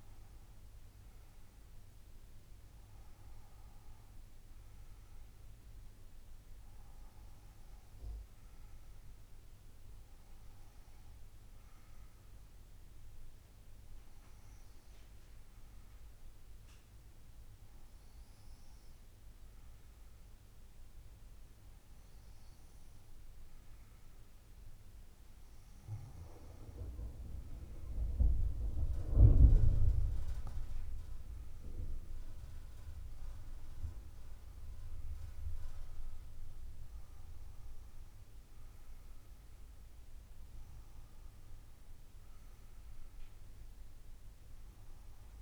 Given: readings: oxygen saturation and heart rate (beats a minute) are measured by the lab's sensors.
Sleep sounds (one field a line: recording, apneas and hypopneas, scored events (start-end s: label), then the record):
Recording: breathing in sleep by a room microphone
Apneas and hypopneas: 1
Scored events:
13.50-29.00 s: hypopnea (oxygen 97% before, 91% lowest, heart rate 76 before, 71 extreme, up 1 after)
23.00-45.42 s: oxygen desaturation (device-marked, oxygen 95% before, 91% lowest, heart rate 73 before, 67 extreme)
32.00-35.50 s: arousal
34.00-45.42 s: new sleep stage, N2 (light sleep)
From the record:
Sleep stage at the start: N1 (lightest sleep)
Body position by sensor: on the back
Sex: female